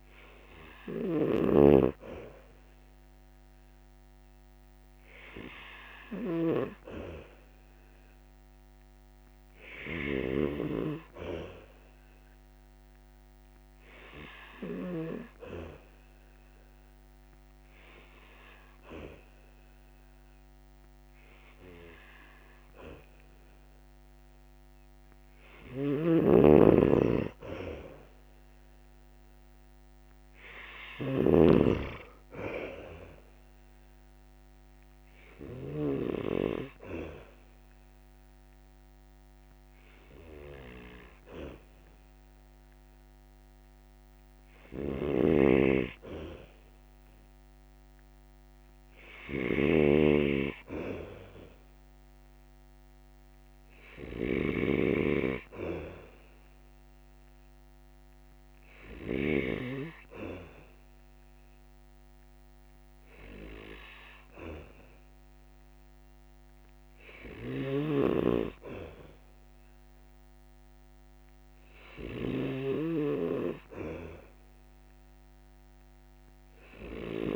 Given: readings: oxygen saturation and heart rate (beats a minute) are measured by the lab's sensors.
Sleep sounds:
breathing in sleep by a microphone on the trachea; none
25.50-31.00 s: snoring (device-marked)
44.50-59.50 s: snoring (device-marked)
67.00-72.50 s: snoring (device-marked)
From the record:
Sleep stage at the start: N2 (light sleep); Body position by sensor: on the back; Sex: male

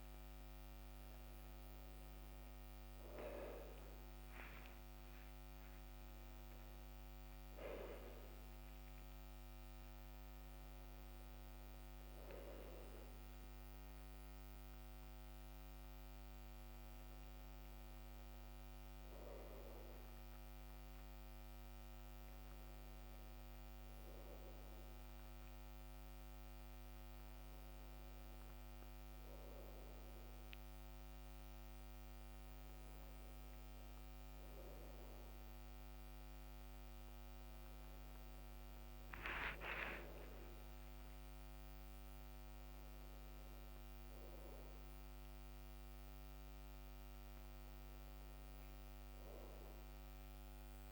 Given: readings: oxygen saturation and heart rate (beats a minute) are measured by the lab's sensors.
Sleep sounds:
a person awake in a sleep study, by a microphone on the trachea; none
49.50-50.92 s: new sleep stage, N1 (lightest sleep)
From the record:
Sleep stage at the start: awake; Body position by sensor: on the back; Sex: male

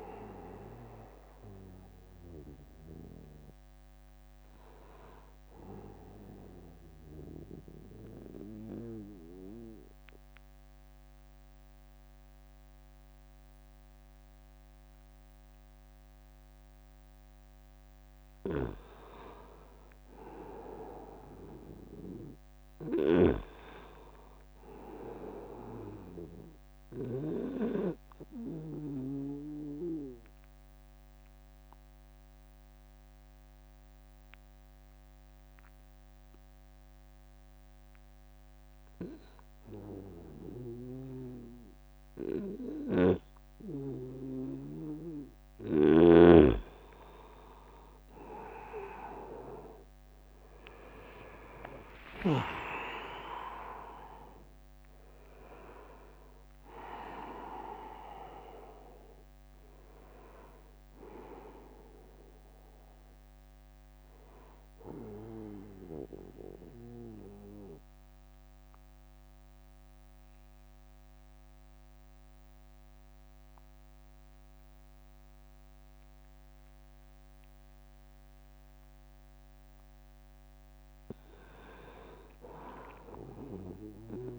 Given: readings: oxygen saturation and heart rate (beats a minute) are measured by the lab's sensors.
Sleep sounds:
breathing in sleep by a microphone on the trachea; 3
0.00-5.50 s: oxygen desaturation (device-marked, oxygen 88% lowest, heart rate 69 extreme)
5.00-17.00 s: obstructive apnea (oxygen 99% before, 92% lowest, heart rate 84 before, 69 extreme, up 11 after)
19.00-22.50 s: arousal
22.50-27.00 s: snoring (device-marked)
27.50-44.00 s: obstructive apnea (oxygen 100% before, 92% lowest, heart rate 80 before, 70 extreme, up 12 after)
29.50-42.50 s: oxygen desaturation (device-marked, oxygen 99% before, 94% lowest, heart rate 80 before, 70 extreme)
33.50-35.50 s: long interval between heartbeats (device-marked, heart rate 80 before, 72 extreme)
47.00-51.50 s: arousal
51.50-67.50 s: drop in pulse transit time (device-marked, heart rate 75 before, 73 extreme)
60.50-79.50 s: oxygen desaturation (device-marked, oxygen 97% before, 92% lowest, heart rate 76 before, 68 extreme)
65.00-80.00 s: obstructive apnea (oxygen 98% before, 92% lowest, heart rate 77 before, 68 extreme, up 16 after)
81.50-84.39 s: arousal
From the record:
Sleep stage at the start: N2 (light sleep); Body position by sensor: on the back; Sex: male

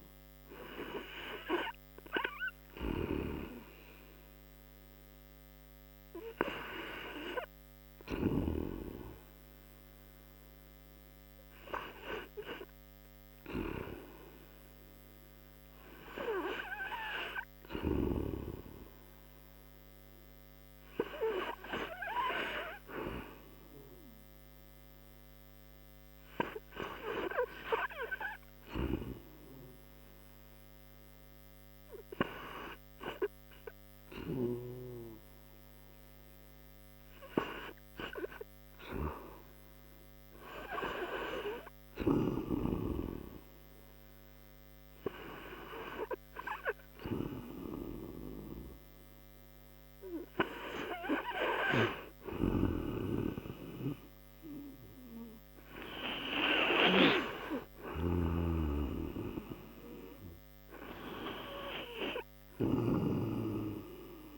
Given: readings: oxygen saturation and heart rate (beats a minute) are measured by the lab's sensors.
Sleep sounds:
breathing in sleep by a microphone on the trachea; 1
0.00-29.00 s: oxygen desaturation (device-marked, oxygen 93% before, 76% lowest)
32.50-50.00 s: hypopnea (oxygen 84% before, 83% lowest)
53.50-57.00 s: arousal
From the record:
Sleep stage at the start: REM sleep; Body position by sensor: on the right side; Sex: male

